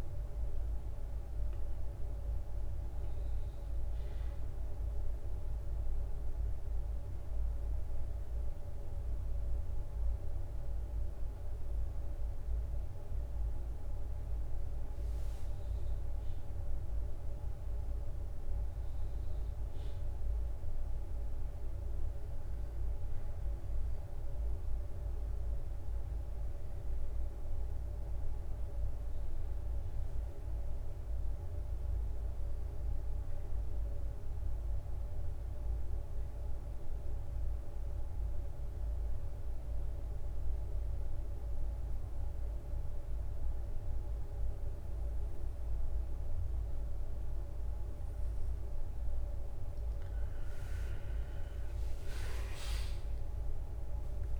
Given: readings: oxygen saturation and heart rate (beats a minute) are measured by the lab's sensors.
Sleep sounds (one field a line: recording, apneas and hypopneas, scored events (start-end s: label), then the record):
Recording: breathing in sleep, hard to hear, by a room microphone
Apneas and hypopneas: 2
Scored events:
0.00-1.00 s: arousal
4.50-15.50 s: obstructive apnea (oxygen 96% before, 93% lowest, heart rate 61 before, 55 extreme, up 3 after)
5.00-12.00 s: bradycardia (device-marked, heart rate 67 before, 57 extreme)
15.00-54.40 s: bradycardia (device-marked, heart rate 67 before, 50 extreme)
17.50-20.00 s: arousal
33.00-49.00 s: obstructive apnea (oxygen 96% before, 93% lowest, heart rate 58 before, 50 extreme, up 9 after)
50.00-54.40 s: new sleep stage, N1 (lightest sleep)
50.50-54.40 s: arousal
53.00-54.40 s: drop in pulse transit time (device-marked, heart rate 54 before, 54 extreme)
From the record:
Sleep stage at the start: N2 (light sleep)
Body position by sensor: on the back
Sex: male